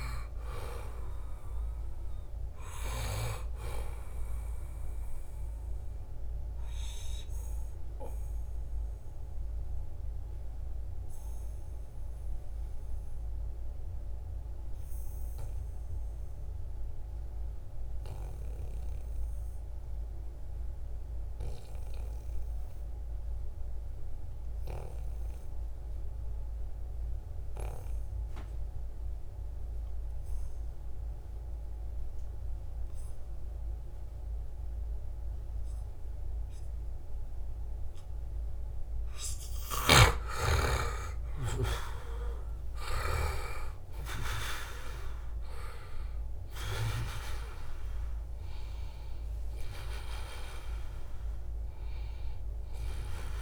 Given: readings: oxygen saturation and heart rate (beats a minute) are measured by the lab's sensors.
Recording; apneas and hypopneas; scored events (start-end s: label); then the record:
breathing in sleep by a room microphone; 1
0.00-17.50 s: oxygen desaturation (device-marked, oxygen 88% lowest, heart rate 69 extreme)
5.50-39.00 s: obstructive apnea (oxygen 97% before, 87% lowest, heart rate 76 before, 69 extreme, up 15 after)
35.50-53.42 s: oxygen desaturation (device-marked, oxygen 97% before, 87% lowest, heart rate 73 before, 69 extreme)
40.50-45.50 s: arousal
45.00-47.00 s: long interval between heartbeats (device-marked, heart rate 71 before, 79 extreme)
From the record:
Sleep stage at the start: N2 (light sleep); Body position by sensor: on the back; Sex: male